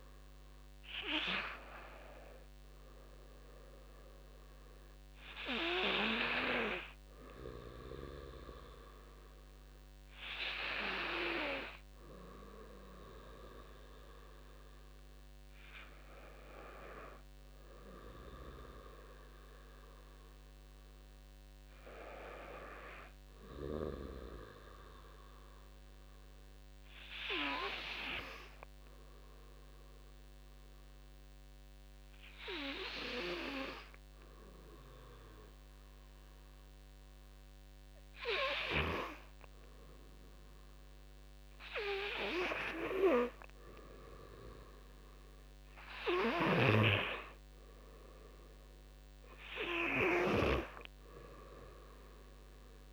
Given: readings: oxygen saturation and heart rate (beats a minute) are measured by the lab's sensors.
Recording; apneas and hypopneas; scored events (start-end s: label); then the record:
breathing in sleep by a microphone on the trachea; 1
20.50-23.50 s: arousal
26.00-39.50 s: hypopnea (oxygen 96% before, 91% lowest, heart rate 56 before, 54 extreme, up 9 after)
40.50-52.93 s: oxygen desaturation (device-marked, oxygen 95% before, 91% lowest, heart rate 55 before, 55 extreme)
43.50-46.50 s: arousal
From the record:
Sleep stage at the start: N2 (light sleep); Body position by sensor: on the back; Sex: male